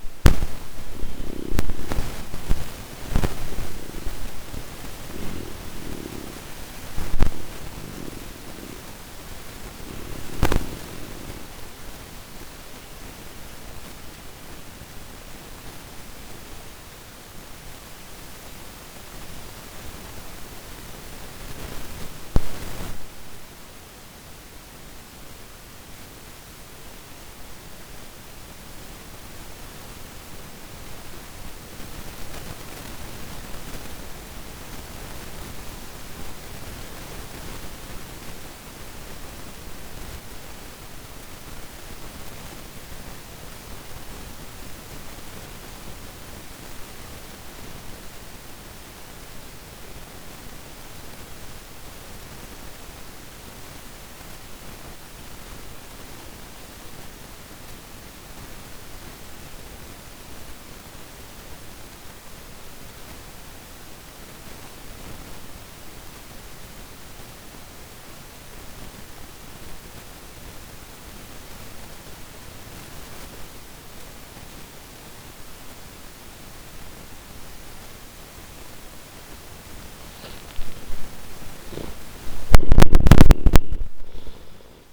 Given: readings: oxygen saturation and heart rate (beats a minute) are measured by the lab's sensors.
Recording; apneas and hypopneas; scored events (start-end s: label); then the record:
breathing in sleep by a microphone on the trachea; 1
0.00-43.50 s: oxygen desaturation (device-marked, oxygen 79% lowest)
1.00-5.00 s: snoring (device-marked)
12.00-80.00 s: mixed apnea (oxygen 97% before, 79% lowest)
70.50-84.93 s: oxygen desaturation (device-marked, oxygen 98% before, 79% lowest, heart rate 65 before, 46 extreme)
81.00-84.93 s: snoring (device-marked)
81.50-84.93 s: arousal
From the record:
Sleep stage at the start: N2 (light sleep); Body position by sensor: on the back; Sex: male